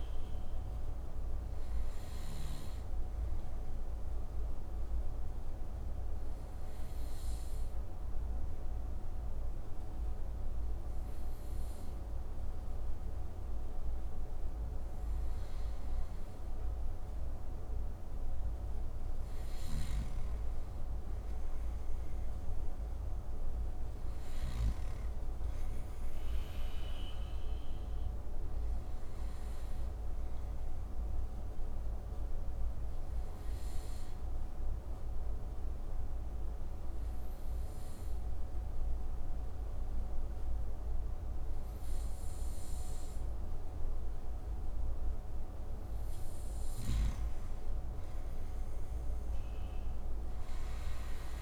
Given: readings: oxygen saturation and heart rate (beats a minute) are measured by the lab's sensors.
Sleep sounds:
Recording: breathing in sleep, hard to hear, by a room microphone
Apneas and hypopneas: 2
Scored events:
0.00-21.00 s: oxygen desaturation (device-marked, oxygen 90% lowest)
1.00-17.00 s: obstructive apnea (oxygen 96% before, 90% lowest)
19.00-24.00 s: snoring (device-marked)
19.50-22.50 s: arousal
31.00-44.00 s: obstructive apnea (oxygen 96% before, 90% lowest)
34.00-45.00 s: oxygen desaturation (device-marked, oxygen 95% before, 91% lowest)
47.00-49.00 s: arousal
From the record:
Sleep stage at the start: N2 (light sleep)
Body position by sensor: on the right side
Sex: male

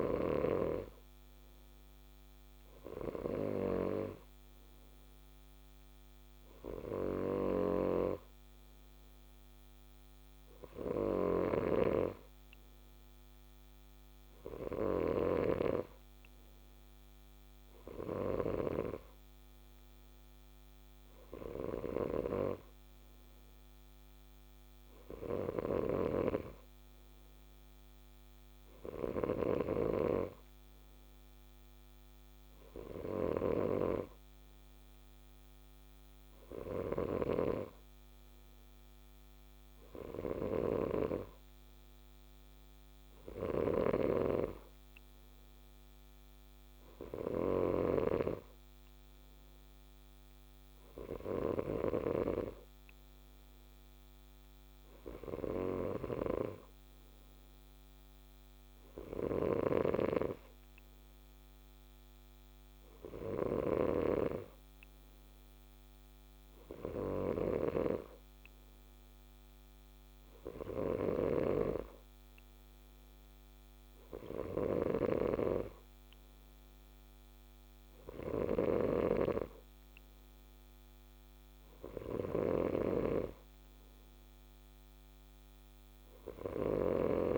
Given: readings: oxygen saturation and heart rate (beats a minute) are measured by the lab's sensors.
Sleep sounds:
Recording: breathing in sleep by a microphone on the trachea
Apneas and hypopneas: none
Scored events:
7.50-18.50 s: snoring (device-marked)
25.50-52.00 s: snoring (device-marked)
59.00-64.00 s: snoring (device-marked)
70.50-87.38 s: snoring (device-marked)
From the record:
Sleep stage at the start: N2 (light sleep)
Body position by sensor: on the left side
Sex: male

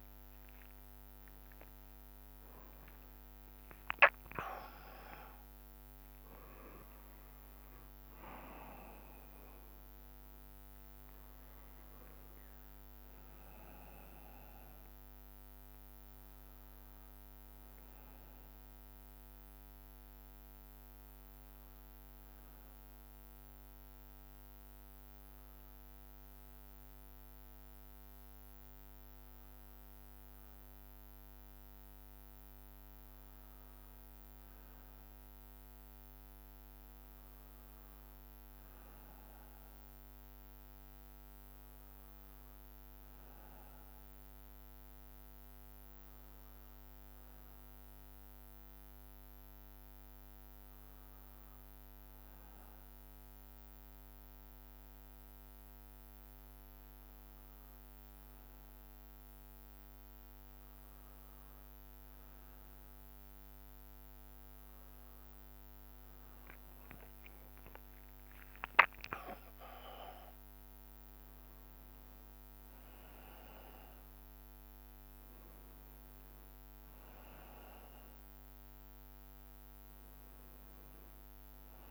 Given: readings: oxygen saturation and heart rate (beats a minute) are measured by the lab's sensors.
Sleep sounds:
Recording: breathing in sleep by a microphone on the trachea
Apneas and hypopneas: 1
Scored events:
4.00-8.50 s: arousal
33.50-36.50 s: arousal
38.50-64.50 s: hypopnea (oxygen 93% before, 90% lowest)
67.50-71.00 s: arousal
From the record:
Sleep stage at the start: N2 (light sleep)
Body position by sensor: on the back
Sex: male

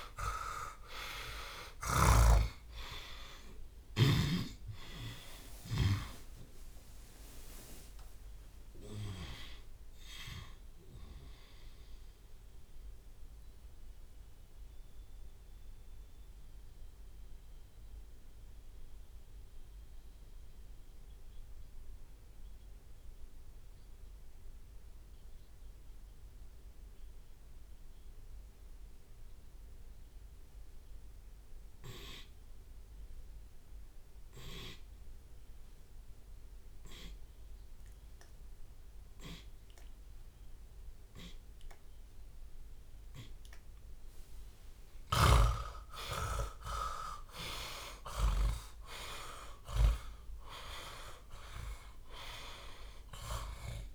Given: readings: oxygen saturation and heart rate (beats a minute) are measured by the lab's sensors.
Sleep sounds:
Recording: breathing in sleep by a room microphone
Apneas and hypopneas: 1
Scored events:
0.00-1.50 s: arousal
0.00-2.00 s: snoring (device-marked)
0.00-3.50 s: drop in pulse transit time (device-marked)
0.00-8.50 s: tachycardia (device-marked, heart rate 144 extreme)
1.00-3.00 s: long interval between heartbeats (device-marked, heart rate 47 before, 127 extreme)
4.50-6.50 s: long interval between heartbeats (device-marked, heart rate 68 before, 109 extreme)
6.50-8.50 s: long interval between heartbeats (device-marked, heart rate 75 before, 114 extreme)
9.50-11.50 s: long interval between heartbeats (device-marked, heart rate 89 before, 117 extreme)
11.50-13.50 s: long interval between heartbeats (device-marked, heart rate 99 before, 93 extreme)
12.00-45.00 s: mixed apnea (oxygen 97% before, 77% lowest)
26.50-37.50 s: oxygen desaturation (device-marked, oxygen 95% before, 85% lowest)
34.00-36.00 s: long interval between heartbeats (device-marked)
45.00-48.50 s: snoring (device-marked)
45.50-53.95 s: tachycardia (device-marked, heart rate 65 before, 147 extreme)
46.00-52.50 s: arousal
47.50-49.50 s: long interval between heartbeats (device-marked)
49.50-51.50 s: long interval between heartbeats (device-marked, heart rate 34 before, 129 extreme)
51.50-53.95 s: drop in pulse transit time (device-marked, heart rate 46 before, 109 extreme)
From the record:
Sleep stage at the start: N2 (light sleep)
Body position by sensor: on the left side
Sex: male

